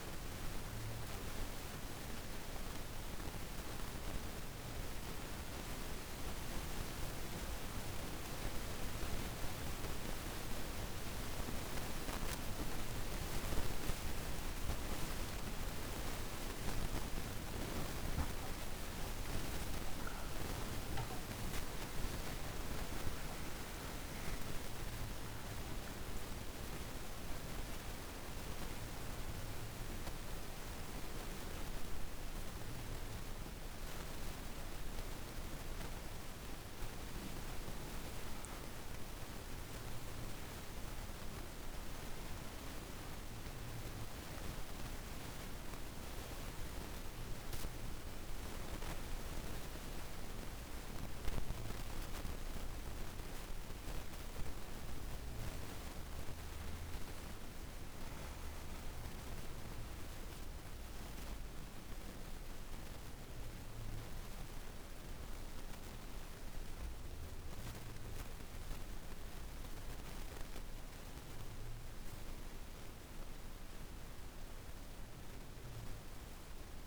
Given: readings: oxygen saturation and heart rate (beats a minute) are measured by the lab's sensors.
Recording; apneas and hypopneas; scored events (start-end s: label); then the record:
a person awake in a sleep study, by a room microphone; none
none scored
From the record:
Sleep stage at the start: awake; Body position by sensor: on the right side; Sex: female